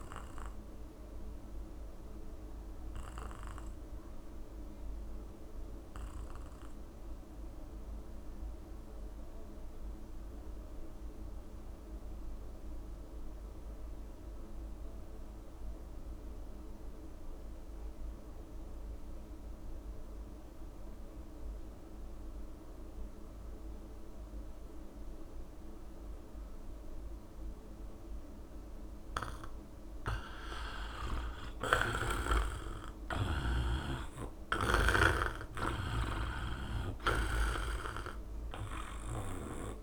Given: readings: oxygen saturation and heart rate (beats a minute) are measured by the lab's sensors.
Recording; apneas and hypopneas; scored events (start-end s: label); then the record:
breathing in sleep by a room microphone; 1
1.00-29.00 s: obstructive apnea (oxygen 99% before, 79% lowest, heart rate 73 before, 64 extreme, up 17 after)
22.50-39.83 s: oxygen desaturation (device-marked, oxygen 98% before, 79% lowest, heart rate 69 before, 67 extreme)
31.00-33.50 s: arousal
31.50-33.50 s: long interval between heartbeats (device-marked, heart rate 70 before, 79 extreme)
34.00-37.50 s: snoring (device-marked)
From the record:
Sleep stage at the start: N2 (light sleep); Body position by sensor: on the back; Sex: male